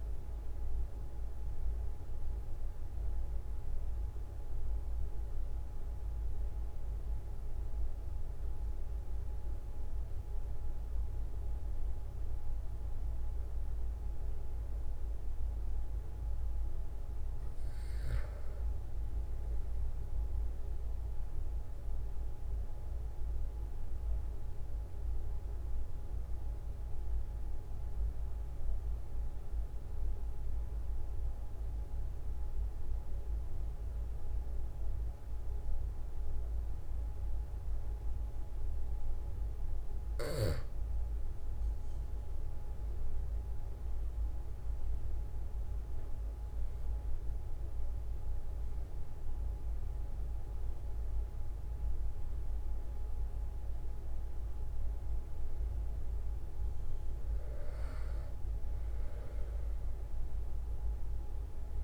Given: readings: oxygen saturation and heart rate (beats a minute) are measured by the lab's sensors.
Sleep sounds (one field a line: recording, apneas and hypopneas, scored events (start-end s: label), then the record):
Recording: breathing in sleep, hard to hear, by a room microphone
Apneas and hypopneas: 1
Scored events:
8.00-61.84 s: new sleep stage, REM sleep
20.00-39.50 s: obstructive apnea (oxygen 96% before, 93% lowest, heart rate 46 before, 43 extreme, up 2 after)
41.50-47.00 s: arousal
From the record:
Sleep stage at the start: N2 (light sleep)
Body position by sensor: on the back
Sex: male